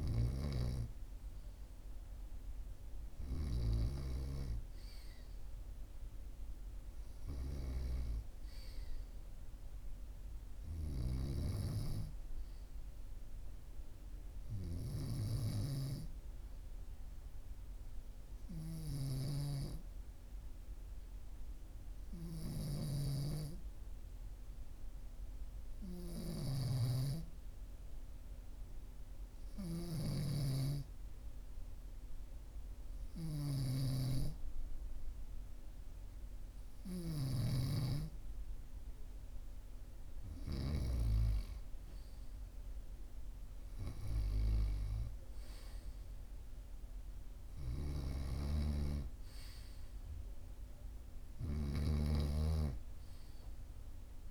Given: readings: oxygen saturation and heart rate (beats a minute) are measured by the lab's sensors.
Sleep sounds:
breathing in sleep by a room microphone; 1
18.50-37.00 s: hypopnea (oxygen 98% before, 95% lowest, heart rate 45 before, 44 extreme, up 1 after)
22.50-37.50 s: snoring (device-marked)
38.50-43.00 s: arousal
51.50-54.31 s: snoring (device-marked)
From the record:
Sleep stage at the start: N2 (light sleep); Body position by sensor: on the right side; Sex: male

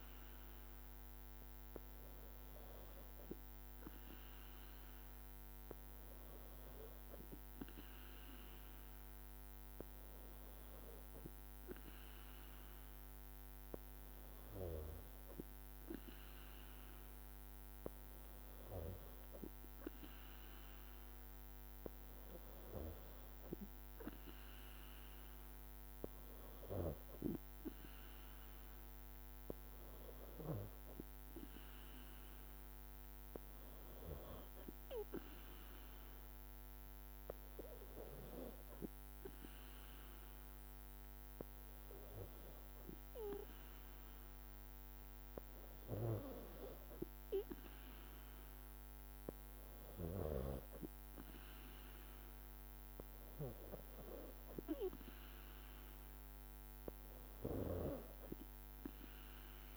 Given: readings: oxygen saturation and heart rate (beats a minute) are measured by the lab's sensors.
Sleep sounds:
breathing in sleep by a microphone on the trachea; none
24.50-37.50 s: drop in pulse transit time (device-marked, heart rate 58 before, 58 extreme)
From the record:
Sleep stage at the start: N3 (deep sleep); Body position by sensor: on the back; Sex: female

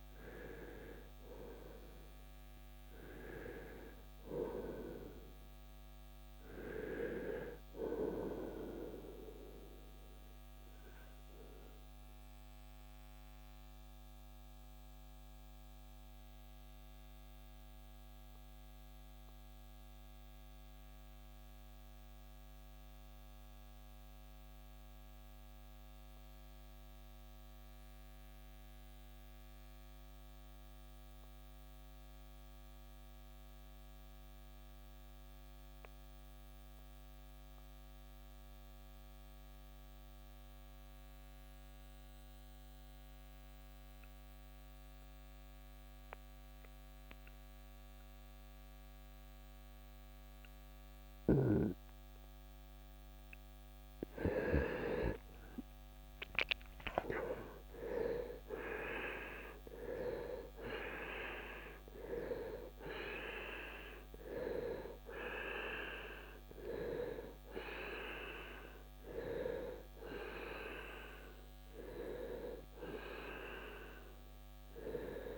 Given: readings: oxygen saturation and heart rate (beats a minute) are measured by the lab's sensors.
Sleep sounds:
breathing in sleep by a microphone on the trachea; 1
0.00-27.50 s: oxygen desaturation (device-marked, oxygen 83% lowest, heart rate 53 extreme)
11.00-54.00 s: mixed apnea (oxygen 96% before, 82% lowest, heart rate 84 before, 49 extreme, up 29 after)
47.50-75.38 s: oxygen desaturation (device-marked, oxygen 98% before, 82% lowest, heart rate 70 before, 49 extreme)
57.00-62.00 s: arousal
From the record:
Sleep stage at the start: N2 (light sleep); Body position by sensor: on the right side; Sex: male

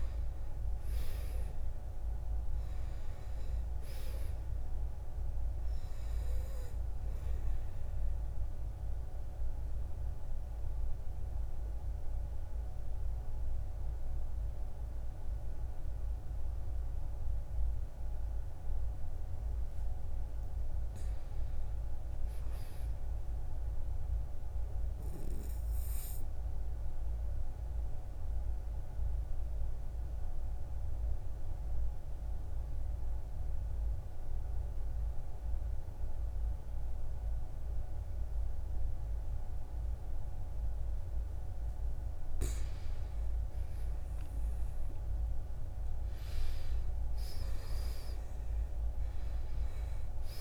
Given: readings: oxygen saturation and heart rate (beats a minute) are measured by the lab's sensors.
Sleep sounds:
breathing in sleep, hard to hear, by a room microphone; 1
0.00-10.00 s: oxygen desaturation (device-marked, oxygen 80% lowest, heart rate 55 extreme)
19.50-22.00 s: arousal
24.50-41.50 s: obstructive apnea (oxygen 98% before, 84% lowest, heart rate 58 before, 56 extreme, up 13 after)
29.00-50.41 s: oxygen desaturation (device-marked, oxygen 97% before, 85% lowest, heart rate 57 before, 55 extreme)
44.00-48.00 s: arousal
From the record:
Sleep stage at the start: N2 (light sleep); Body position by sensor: on the right side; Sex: male

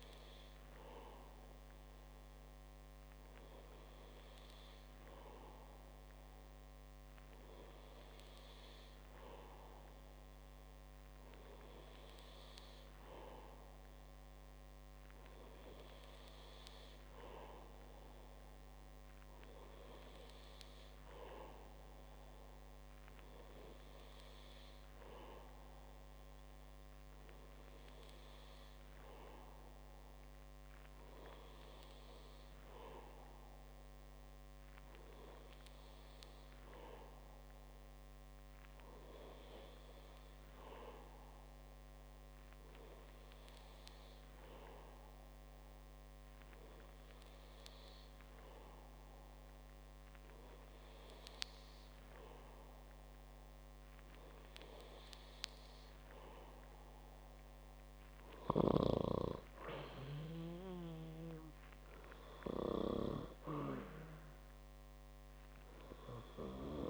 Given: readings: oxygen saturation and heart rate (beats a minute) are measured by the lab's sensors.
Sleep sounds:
breathing in sleep by a microphone on the trachea; none
none scored
From the record:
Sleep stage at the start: N2 (light sleep); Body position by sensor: on the back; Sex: male

